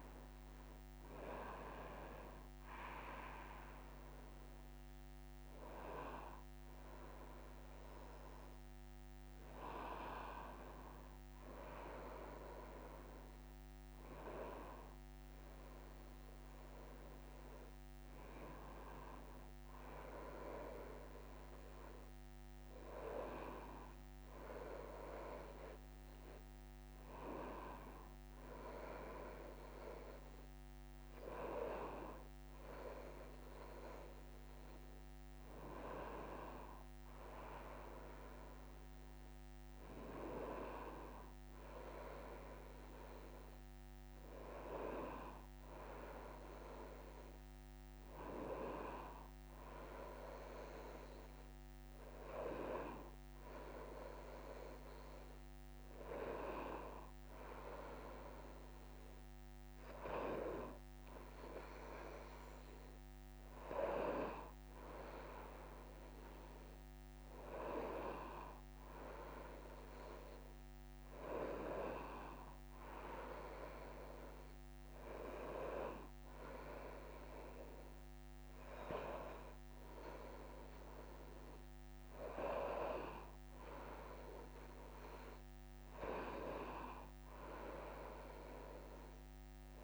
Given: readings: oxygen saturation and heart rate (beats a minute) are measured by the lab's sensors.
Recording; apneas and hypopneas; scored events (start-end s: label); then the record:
a person awake in a sleep study, by a microphone on the trachea; none
26.00-39.00 s: drop in pulse transit time (device-marked, heart rate 63 before, 63 extreme)
From the record:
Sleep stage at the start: awake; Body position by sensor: on the right side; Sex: female